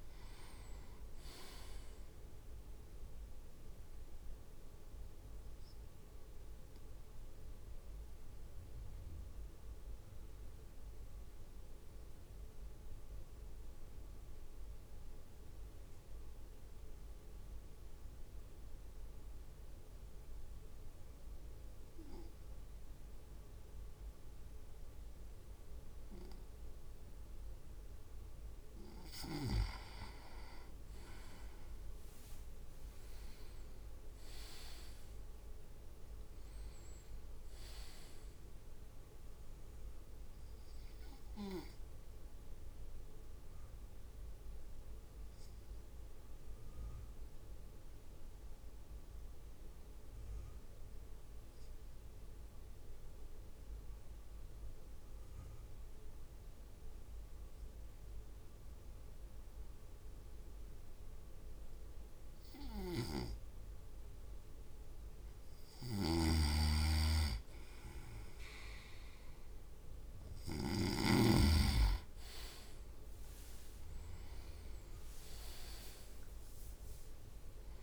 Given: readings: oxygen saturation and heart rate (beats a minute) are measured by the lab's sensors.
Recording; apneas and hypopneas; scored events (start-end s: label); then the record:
breathing in sleep by a room microphone; 2
3.50-28.00 s: mixed apnea (oxygen 99% before, 96% lowest)
30.50-32.50 s: leg movement (device-marked)
32.00-35.50 s: arousal
40.00-63.50 s: obstructive apnea (oxygen 100% before, 96% lowest)
62.50-70.50 s: snoring (device-marked)
73.00-76.00 s: arousal
74.50-77.50 s: leg movement (device-marked)
From the record:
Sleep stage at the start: N2 (light sleep); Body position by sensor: on the right side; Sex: male